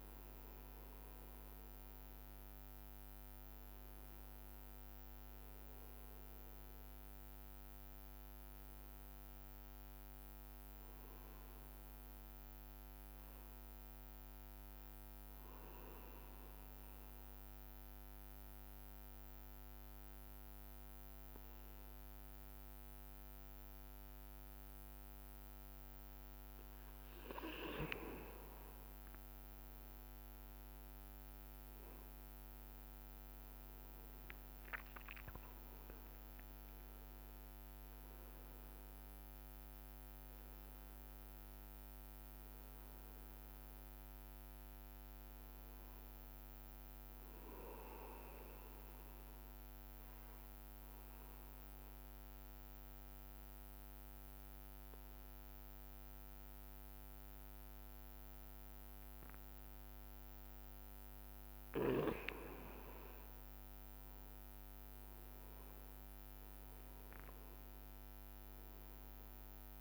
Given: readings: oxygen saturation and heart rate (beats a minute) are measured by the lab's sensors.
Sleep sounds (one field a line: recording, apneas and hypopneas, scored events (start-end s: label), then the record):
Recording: breathing in sleep, hard to hear, by a microphone on the trachea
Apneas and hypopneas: 2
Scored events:
0.00-2.00 s: arousal
0.00-25.00 s: oxygen desaturation (device-marked, oxygen 98% before, 93% lowest, heart rate 63 before, 60 extreme)
16.50-28.00 s: central apnea (oxygen 98% before, 91% lowest, heart rate 62 before, 63 extreme, up 3 after)
30.50-36.00 s: arousal
40.00-54.00 s: oxygen desaturation (device-marked, oxygen 99% before, 93% lowest, heart rate 65 before, 62 extreme)
50.50-62.00 s: mixed apnea (oxygen 100% before, 91% lowest, heart rate 66 before, 61 extreme, up 3 after)
64.50-68.50 s: arousal
66.00-69.81 s: oxygen desaturation (device-marked, oxygen 99% before, 91% lowest, heart rate 65 before, 57 extreme)
From the record:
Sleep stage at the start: N2 (light sleep)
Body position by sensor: on the back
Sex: male